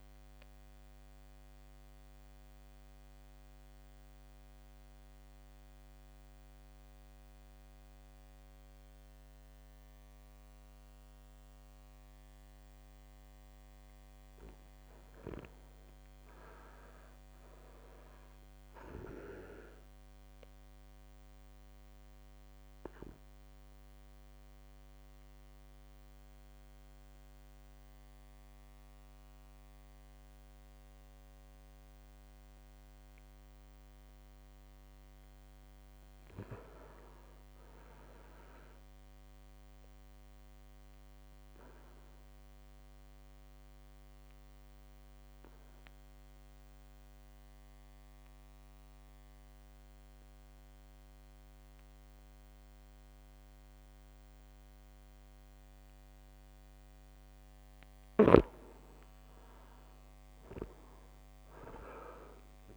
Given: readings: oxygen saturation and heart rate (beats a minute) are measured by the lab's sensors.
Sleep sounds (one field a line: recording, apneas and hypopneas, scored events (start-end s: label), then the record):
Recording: breathing in sleep by a microphone on the trachea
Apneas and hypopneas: 3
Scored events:
0.50-14.00 s: obstructive apnea (oxygen 100% before, 96% lowest, heart rate 59 before, 55 extreme, up 5 after)
16.00-19.00 s: arousal
17.50-28.50 s: drop in pulse transit time (device-marked, heart rate 58 before, 58 extreme)
21.00-35.00 s: obstructive apnea (oxygen 100% before, 94% lowest, heart rate 58 before, 57 extreme, up 2 after)
36.50-39.50 s: arousal
42.50-56.50 s: obstructive apnea (oxygen 100% before, 94% lowest, heart rate 59 before, 56 extreme, up 3 after)
58.50-61.50 s: arousal
From the record:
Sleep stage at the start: N2 (light sleep)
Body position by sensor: on the back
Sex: male